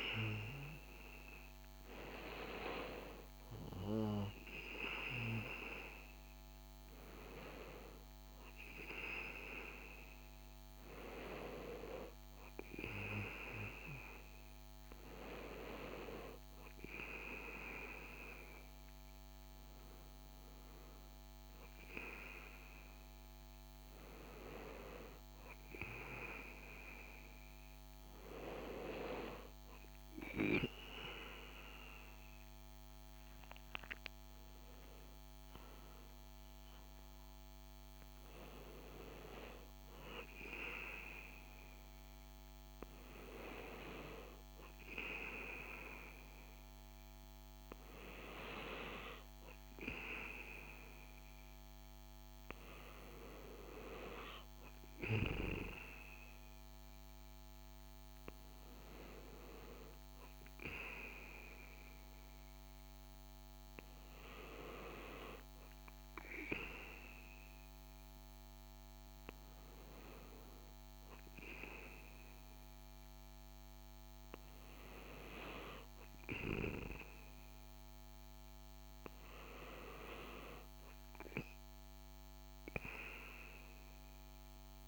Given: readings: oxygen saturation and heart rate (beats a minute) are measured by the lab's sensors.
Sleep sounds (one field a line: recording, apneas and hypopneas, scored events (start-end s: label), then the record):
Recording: breathing in sleep by a microphone on the trachea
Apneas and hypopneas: none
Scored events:
32.00-35.50 s: arousal
55.50-84.88 s: new sleep stage, N2 (light sleep)
From the record:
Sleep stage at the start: N1 (lightest sleep)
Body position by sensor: on the back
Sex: male